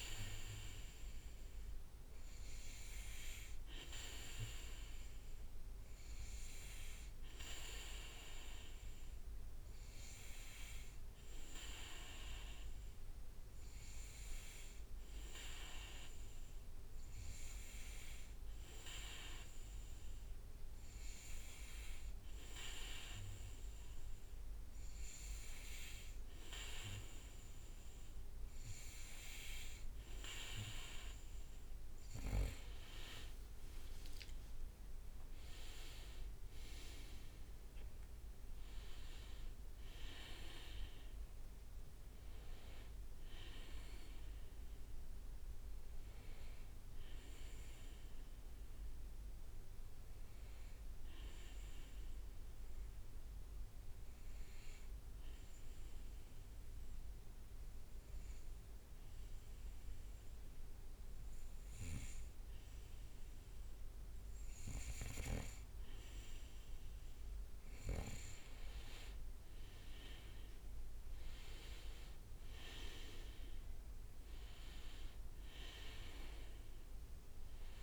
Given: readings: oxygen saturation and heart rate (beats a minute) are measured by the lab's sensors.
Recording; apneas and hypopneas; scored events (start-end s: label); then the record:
breathing in sleep by a room microphone; 2
10.00-26.50 s: hypopnea (oxygen 97% before, 93% lowest, heart rate 62 before, 60 extreme, up 11 after)
33.50-37.50 s: arousal
52.00-65.00 s: obstructive apnea (oxygen 97% before, 93% lowest, heart rate 66 before, 60 extreme, up 5 after)
68.00-77.83 s: oxygen desaturation (device-marked, oxygen 98% before, 93% lowest, heart rate 62 before, 59 extreme)
69.00-73.00 s: arousal
From the record:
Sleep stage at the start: N2 (light sleep); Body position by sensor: on the back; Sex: male